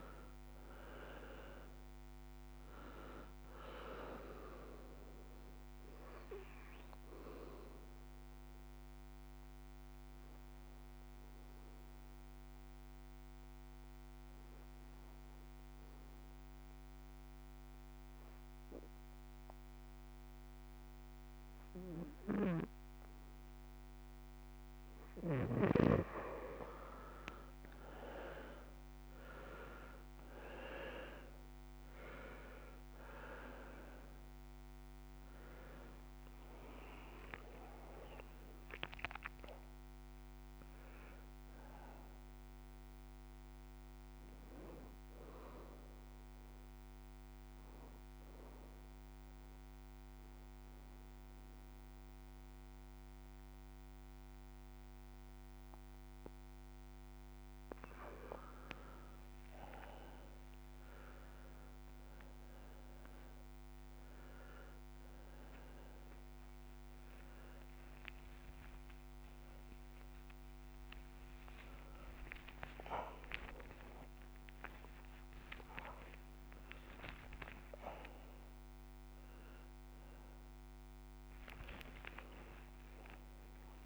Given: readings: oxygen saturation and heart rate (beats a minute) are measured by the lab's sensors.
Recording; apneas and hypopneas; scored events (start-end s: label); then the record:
a person partly awake in a sleep study, by a microphone on the trachea; 2
0.00-16.50 s: oxygen desaturation (device-marked, oxygen 85% lowest)
7.00-25.00 s: obstructive apnea (oxygen 96% before, 84% lowest)
27.00-32.50 s: arousal
34.50-57.50 s: oxygen desaturation (device-marked, oxygen 97% before, 84% lowest)
47.50-57.50 s: obstructive apnea (oxygen 97% before, 84% lowest)
54.50-83.86 s: new sleep stage, awake
77.50-83.50 s: oxygen desaturation (device-marked, oxygen 93% before, 89% lowest, heart rate 60 before, 139 extreme)
From the record:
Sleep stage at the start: N2 (light sleep); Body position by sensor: on the back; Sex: male